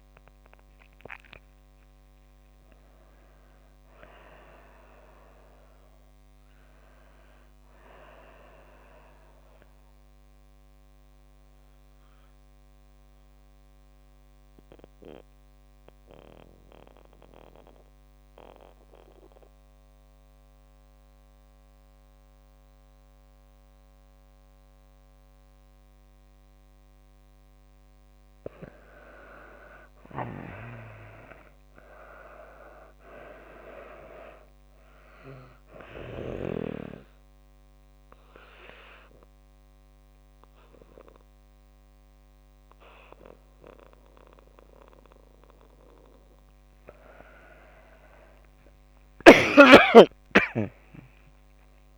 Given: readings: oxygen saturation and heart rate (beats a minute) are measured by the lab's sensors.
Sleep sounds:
breathing in sleep by a microphone on the trachea; 2
6.00-19.00 s: oxygen desaturation (device-marked, oxygen 95% before, 86% lowest)
9.50-27.50 s: mixed apnea (oxygen 97% before, 79% lowest)
30.00-33.00 s: arousal
31.00-51.98 s: oxygen desaturation (device-marked, oxygen 98% before, 79% lowest)
36.00-47.00 s: obstructive apnea (oxygen 98% before, 79% lowest)
48.00-51.50 s: arousal
From the record:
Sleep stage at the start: N2 (light sleep); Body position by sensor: on the back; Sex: female

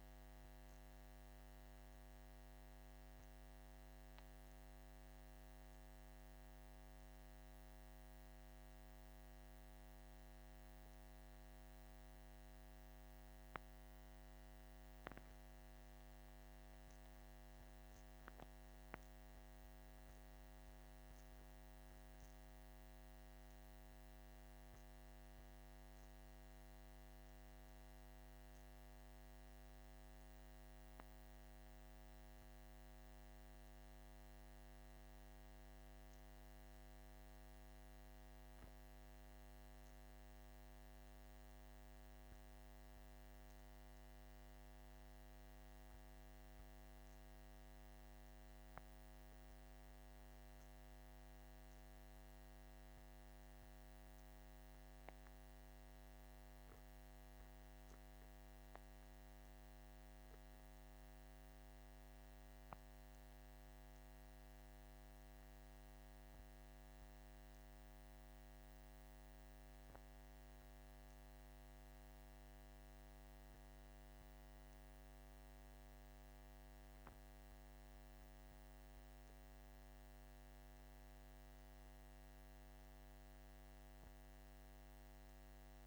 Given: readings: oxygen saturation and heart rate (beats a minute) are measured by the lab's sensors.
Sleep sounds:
breathing in sleep, hard to hear, by a microphone on the trachea; 1
3.50-14.50 s: obstructive apnea (oxygen 98% before, 94% lowest, heart rate 55 before, 47 extreme, up 9 after)
17.00-21.50 s: arousal
21.00-33.00 s: oxygen desaturation (device-marked, oxygen 98% before, 94% lowest, heart rate 50 before, 47 extreme)
38.00-85.87 s: new sleep stage, N2 (light sleep)
From the record:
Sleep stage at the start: N1 (lightest sleep); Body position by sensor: on the back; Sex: male

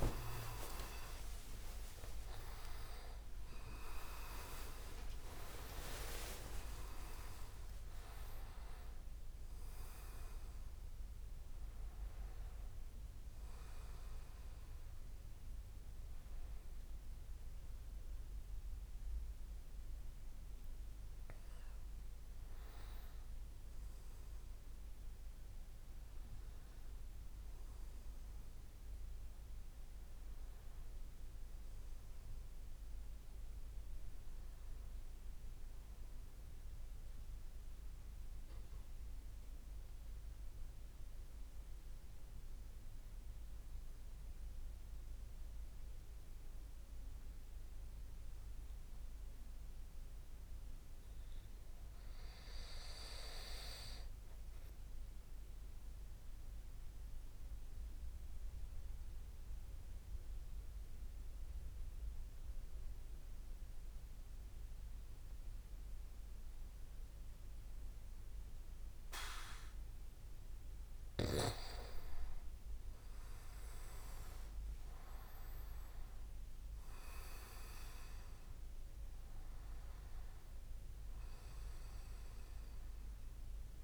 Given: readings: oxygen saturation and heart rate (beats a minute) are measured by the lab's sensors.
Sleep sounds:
breathing in sleep by a room microphone; 2
0.00-1.50 s: oxygen desaturation (device-marked, oxygen 93% lowest)
0.00-6.50 s: arousal
10.50-40.50 s: new sleep stage, N1 (lightest sleep)
39.50-51.50 s: central apnea (oxygen 99% before, 94% lowest)
40.50-83.84 s: new sleep stage, N2 (light sleep)
53.50-56.00 s: arousal
57.50-70.50 s: obstructive apnea (oxygen 99% before, 92% lowest)
59.50-70.50 s: oxygen desaturation (device-marked, oxygen 98% before, 95% lowest)
71.00-75.50 s: arousal
From the record:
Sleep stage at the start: N2 (light sleep); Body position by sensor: on the back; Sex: male

